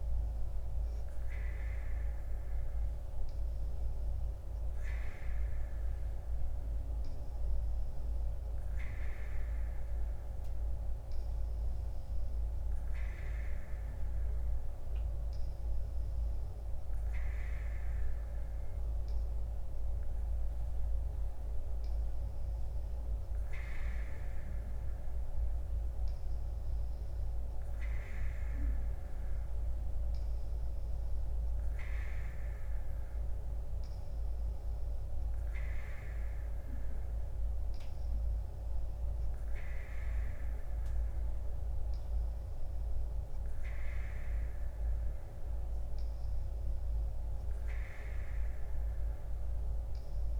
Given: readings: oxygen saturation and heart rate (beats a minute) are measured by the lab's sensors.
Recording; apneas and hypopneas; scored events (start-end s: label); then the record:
breathing in sleep, hard to hear, by a room microphone; none
none scored
From the record:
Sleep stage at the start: N3 (deep sleep); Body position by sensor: on the right side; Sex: female